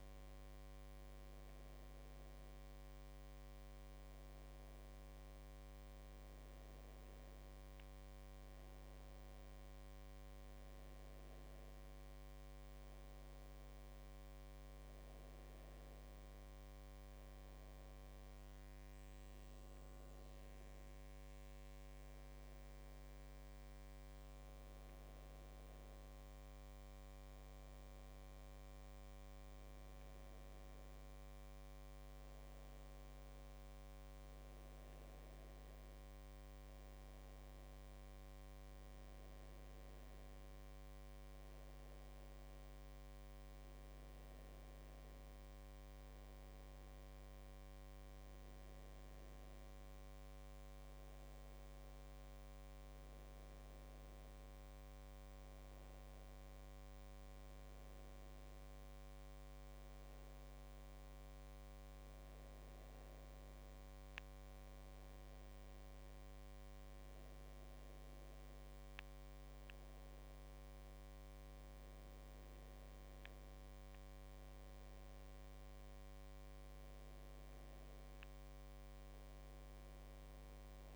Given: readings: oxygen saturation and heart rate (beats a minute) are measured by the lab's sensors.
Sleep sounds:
breathing in sleep, hard to hear, by a microphone on the trachea; none
none scored
From the record:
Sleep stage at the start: N1 (lightest sleep); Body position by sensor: on the back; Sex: female

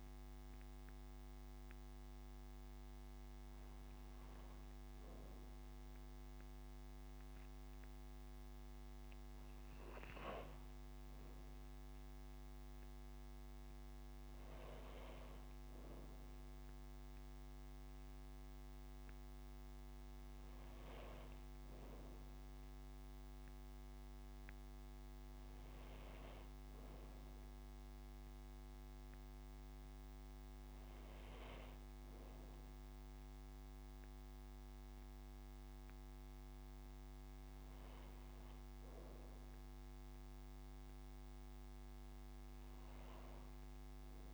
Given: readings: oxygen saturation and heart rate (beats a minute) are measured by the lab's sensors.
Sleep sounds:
breathing in sleep, hard to hear, by a microphone on the trachea; none
none scored
From the record:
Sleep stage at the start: N2 (light sleep); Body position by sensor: on the back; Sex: female

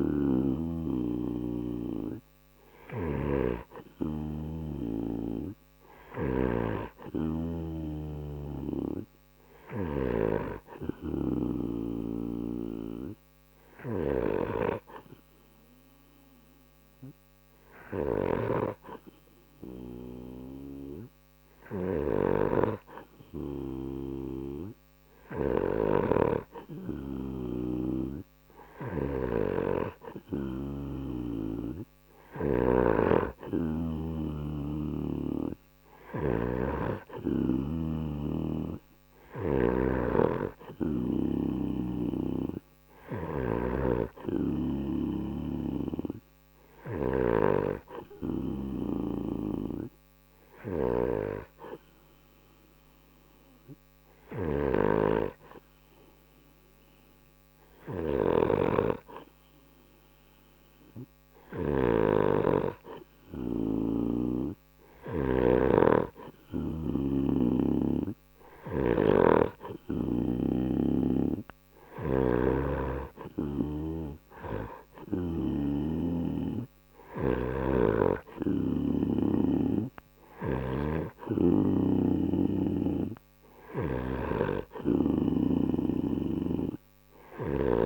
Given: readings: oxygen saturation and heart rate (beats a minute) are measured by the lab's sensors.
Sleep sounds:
breathing in sleep by a microphone on the trachea; none
1.00-10.00 s: snoring (device-marked)
27.50-43.50 s: snoring (device-marked)
58.00-65.50 s: snoring (device-marked)
77.50-84.00 s: snoring (device-marked)
From the record:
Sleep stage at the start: N2 (light sleep); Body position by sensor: on the right side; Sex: male

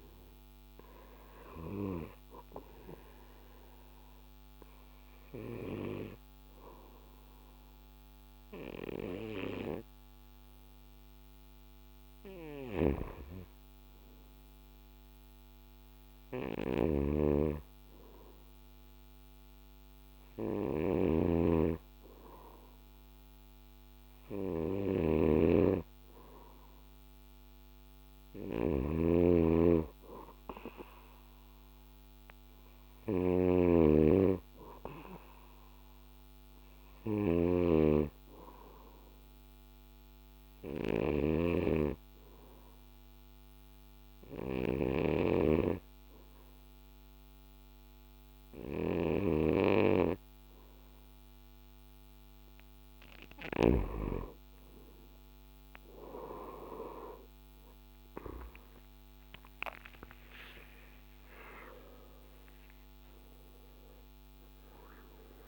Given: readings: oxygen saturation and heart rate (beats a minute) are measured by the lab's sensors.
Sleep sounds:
breathing in sleep by a microphone on the trachea; 2
1.00-13.50 s: obstructive apnea (oxygen 97% before, 92% lowest, heart rate 58 before, 56 extreme, up 2 after)
15.50-19.50 s: arousal
16.00-53.50 s: snoring (device-marked)
39.50-52.00 s: obstructive apnea (oxygen 96% before, 92% lowest, heart rate 57 before, 55 extreme, up 7 after)
56.00-60.50 s: arousal
61.00-63.00 s: long interval between heartbeats (device-marked, heart rate 57 before, 74 extreme)
From the record:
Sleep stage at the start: N2 (light sleep); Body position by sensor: on the back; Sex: male

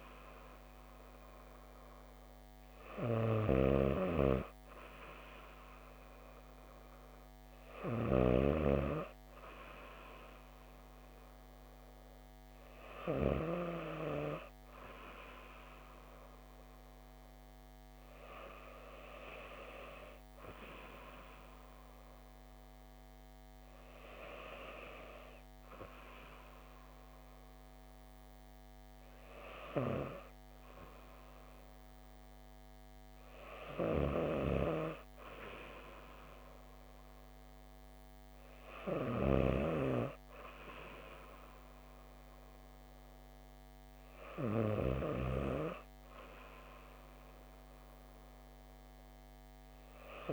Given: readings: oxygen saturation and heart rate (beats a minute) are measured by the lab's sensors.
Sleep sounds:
breathing in sleep by a microphone on the trachea; none
none scored
From the record:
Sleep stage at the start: N2 (light sleep); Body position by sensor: on the back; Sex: female

